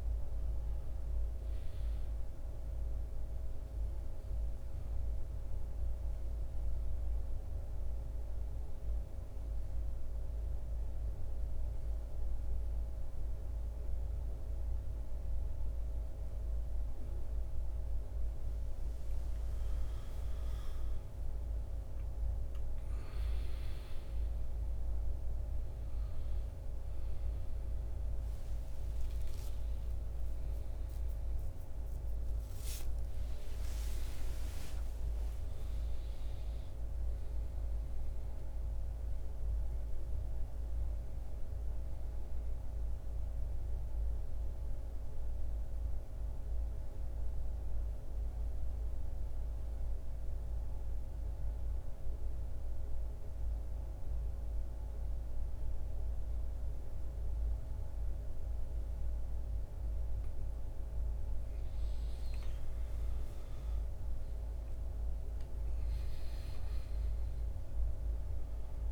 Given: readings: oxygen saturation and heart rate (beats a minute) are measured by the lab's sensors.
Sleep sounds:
breathing in sleep, hard to hear, by a room microphone; 2
0.00-19.00 s: oxygen desaturation (device-marked, oxygen 87% lowest, heart rate 35 extreme)
6.00-18.50 s: obstructive apnea (oxygen 98% before, 85% lowest, heart rate 56 before, 35 extreme, up 1 after)
30.00-35.50 s: arousal
31.00-48.00 s: oxygen desaturation (device-marked, oxygen 96% before, 90% lowest, heart rate 52 before, 28 extreme)
44.50-61.50 s: mixed apnea (oxygen 96% before, 84% lowest, heart rate 71 before, 28 extreme, up 3 after)
62.50-65.50 s: arousal
64.00-68.92 s: oxygen desaturation (device-marked, oxygen 97% before, 84% lowest, heart rate 54 before, 33 extreme)
From the record:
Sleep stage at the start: N2 (light sleep); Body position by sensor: on the back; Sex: male

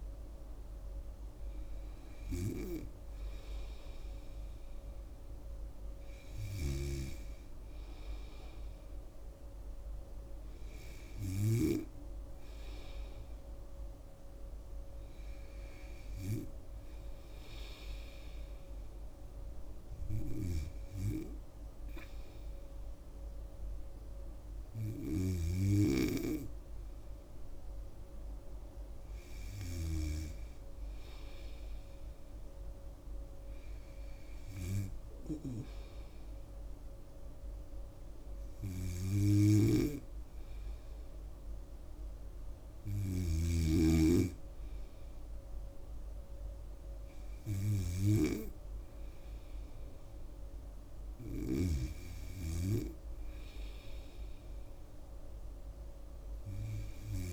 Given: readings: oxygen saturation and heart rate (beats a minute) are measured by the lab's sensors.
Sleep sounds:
breathing in sleep by a room microphone; none
0.00-13.50 s: oxygen desaturation (device-marked, oxygen 82% lowest, heart rate 73 extreme)
39.50-43.50 s: snoring (device-marked)
51.50-57.33 s: snoring (device-marked)
From the record:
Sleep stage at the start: N2 (light sleep); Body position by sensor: on the right side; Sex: female

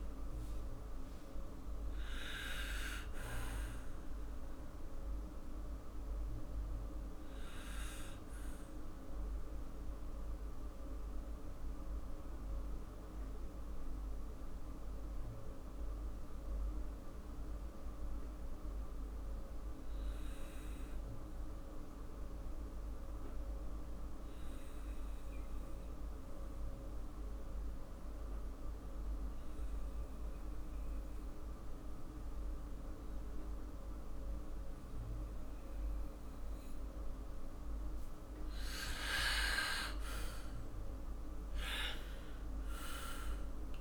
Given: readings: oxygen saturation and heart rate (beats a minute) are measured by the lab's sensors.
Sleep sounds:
breathing in sleep by a room microphone; 1
6.50-39.00 s: mixed apnea (oxygen 100% before, 94% lowest, heart rate 56 before, 49 extreme, up 10 after)
15.50-26.50 s: oxygen desaturation (device-marked, oxygen 98% before, 95% lowest, heart rate 55 before, 53 extreme)
42.00-43.81 s: arousal
From the record:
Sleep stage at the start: N2 (light sleep); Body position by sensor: on the back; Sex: male

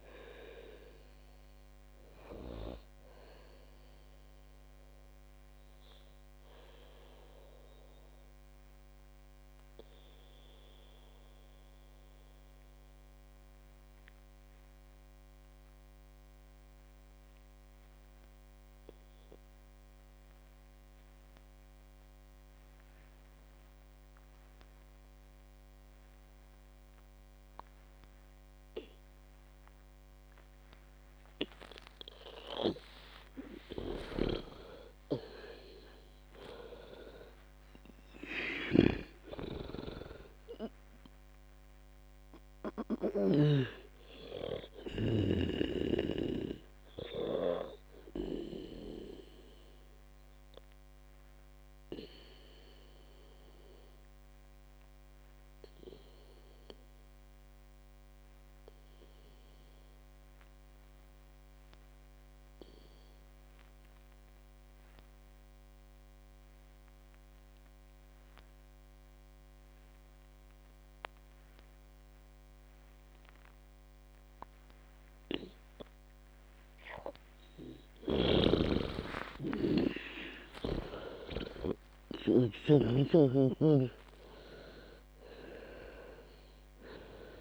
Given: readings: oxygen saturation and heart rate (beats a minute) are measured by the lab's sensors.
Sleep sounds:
breathing in sleep by a microphone on the trachea; 2
0.00-18.50 s: oxygen desaturation (device-marked, oxygen 90% lowest, heart rate 54 extreme)
8.50-33.00 s: obstructive apnea (oxygen 98% before, 90% lowest, heart rate 75 before, 54 extreme, up 8 after)
33.50-64.50 s: oxygen desaturation (device-marked, oxygen 98% before, 90% lowest, heart rate 58 before, 54 extreme)
34.00-44.00 s: snoring (device-marked)
34.50-38.50 s: arousal
44.00-77.00 s: obstructive apnea (oxygen 99% before, 90% lowest, heart rate 63 before, 54 extreme, up 32 after)
77.50-87.41 s: oxygen desaturation (device-marked, oxygen 98% before, 90% lowest, heart rate 57 before, 54 extreme)
78.50-83.00 s: snoring (device-marked)
79.50-84.00 s: arousal
From the record:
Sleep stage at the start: N2 (light sleep); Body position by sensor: on the back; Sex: female

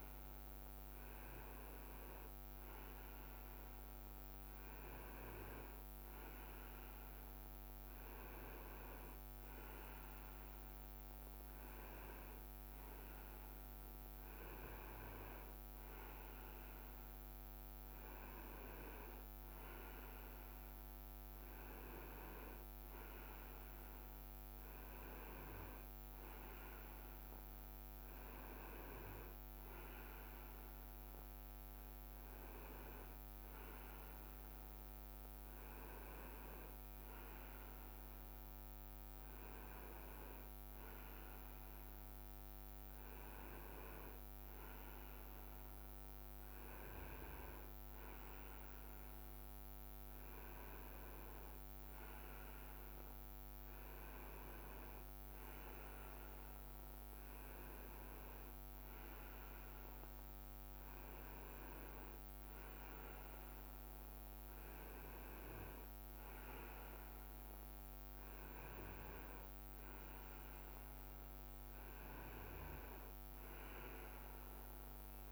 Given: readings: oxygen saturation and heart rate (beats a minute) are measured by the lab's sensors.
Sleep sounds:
breathing in sleep by a microphone on the trachea; none
18.50-23.00 s: leg movement (device-marked)
28.50-33.50 s: leg movement (device-marked)
40.50-48.50 s: leg movement (device-marked)
65.00-66.50 s: leg movement (device-marked)
From the record:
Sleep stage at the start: N2 (light sleep); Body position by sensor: on the right side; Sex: male

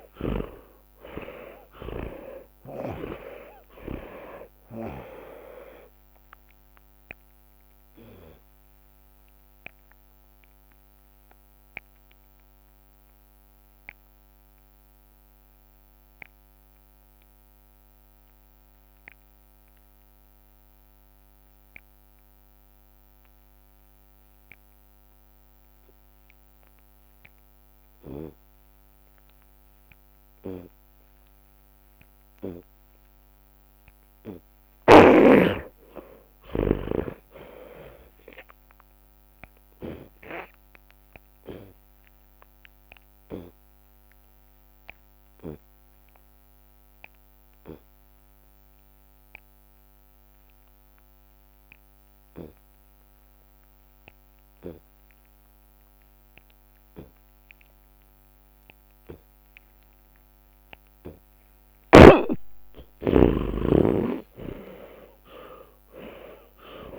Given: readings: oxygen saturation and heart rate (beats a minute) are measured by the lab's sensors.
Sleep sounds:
breathing in sleep by a microphone on the trachea; 2
0.00-1.00 s: long interval between heartbeats (device-marked, heart rate 108 extreme)
0.00-2.00 s: arousal
1.50-3.50 s: long interval between heartbeats (device-marked, heart rate 91 before, 86 extreme)
4.50-6.50 s: long interval between heartbeats (device-marked, heart rate 91 before, 76 extreme)
9.00-32.50 s: obstructive apnea (oxygen 99% before, 73% lowest)
20.50-39.50 s: oxygen desaturation (device-marked, oxygen 97% before, 73% lowest, heart rate 58 before, 56 extreme)
26.00-28.00 s: long interval between heartbeats (device-marked, heart rate 50 before, 71 extreme)
32.50-35.50 s: tachycardia (device-marked, heart rate 73 before, 93 extreme)
33.50-36.50 s: arousal
35.50-37.50 s: long interval between heartbeats (device-marked, heart rate 60 before, 108 extreme)
36.50-39.50 s: tachycardia (device-marked, heart rate 73 before, 118 extreme)
38.50-48.50 s: drop in pulse transit time (device-marked, heart rate 74 before, 58 extreme)
39.50-41.50 s: long interval between heartbeats (device-marked, heart rate 77 before, 108 extreme)
40.00-62.00 s: obstructive apnea (oxygen 97% before, 79% lowest, heart rate 77 before, 56 extreme)
42.00-44.00 s: long interval between heartbeats (device-marked, heart rate 83 before, 98 extreme)
55.00-57.00 s: long interval between heartbeats (device-marked, heart rate 85 before, 80 extreme)
55.50-57.50 s: tachycardia (device-marked, heart rate 71 before, 89 extreme)
58.50-60.50 s: long interval between heartbeats (device-marked, heart rate 81 before, 107 extreme)
58.50-66.99 s: tachycardia (device-marked, heart rate 71 before, 139 extreme)
61.50-63.50 s: long interval between heartbeats (device-marked, heart rate 81 before, 110 extreme)
63.50-66.99 s: arousal
65.00-66.99 s: long interval between heartbeats (device-marked, heart rate 84 before, 127 extreme)
65.50-66.99 s: drop in pulse transit time (device-marked, heart rate 85 before, 95 extreme)
From the record:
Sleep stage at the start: N2 (light sleep); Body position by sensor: on the left side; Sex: male

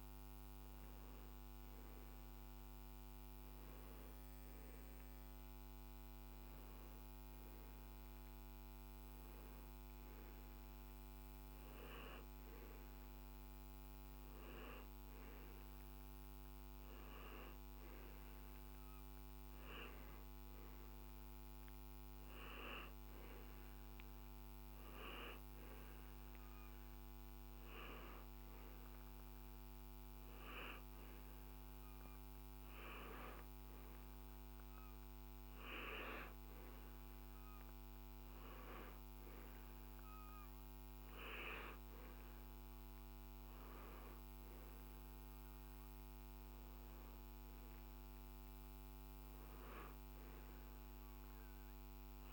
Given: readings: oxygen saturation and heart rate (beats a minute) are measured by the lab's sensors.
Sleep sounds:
breathing in sleep by a microphone on the trachea; none
none scored
From the record:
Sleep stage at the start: N2 (light sleep); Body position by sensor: on the back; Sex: male

